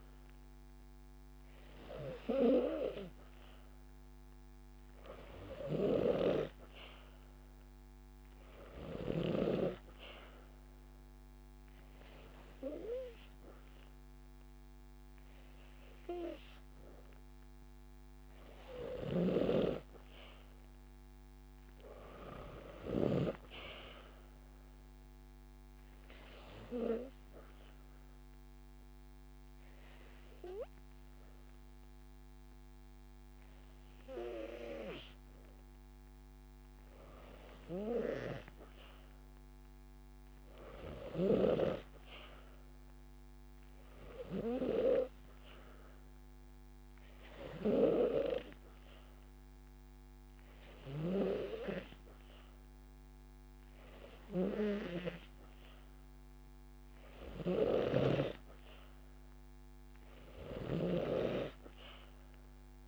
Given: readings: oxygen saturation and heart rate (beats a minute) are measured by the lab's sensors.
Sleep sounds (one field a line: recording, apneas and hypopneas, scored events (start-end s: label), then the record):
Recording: breathing in sleep by a microphone on the trachea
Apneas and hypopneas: 1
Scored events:
5.00-7.00 s: long interval between heartbeats (device-marked)
26.00-28.00 s: long interval between heartbeats (device-marked)
26.00-36.50 s: obstructive apnea (oxygen 95% before, 92% lowest)
38.50-43.00 s: arousal
39.00-41.00 s: long interval between heartbeats (device-marked)
45.50-53.50 s: drop in pulse transit time (device-marked)
50.00-52.00 s: long interval between heartbeats (device-marked)
From the record:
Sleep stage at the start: N2 (light sleep)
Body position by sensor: on the back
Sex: female